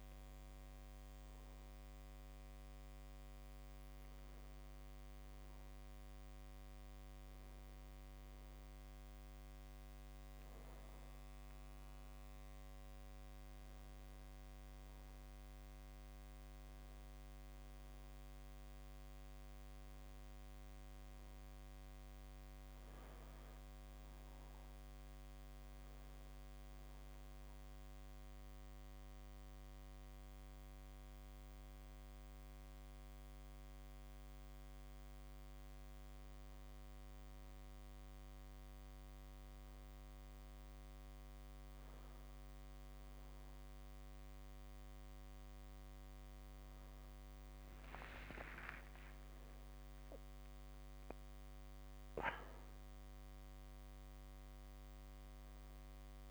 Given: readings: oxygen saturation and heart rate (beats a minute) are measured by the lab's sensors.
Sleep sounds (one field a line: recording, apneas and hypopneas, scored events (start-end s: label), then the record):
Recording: a person awake in a sleep study, hard to hear, by a microphone on the trachea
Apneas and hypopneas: none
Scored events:
none scored
From the record:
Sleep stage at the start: awake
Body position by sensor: on the back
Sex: male